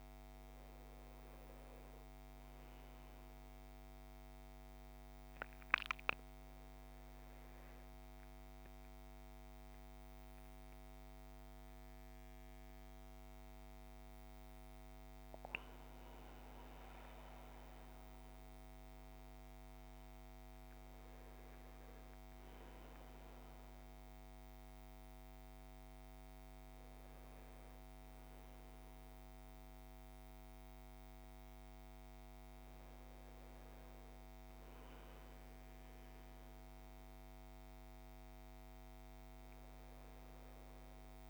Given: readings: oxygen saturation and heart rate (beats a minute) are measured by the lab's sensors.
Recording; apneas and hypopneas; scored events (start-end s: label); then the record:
breathing in sleep, hard to hear, by a microphone on the trachea; none
none scored
From the record:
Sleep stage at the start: N1 (lightest sleep); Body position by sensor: on the right side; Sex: male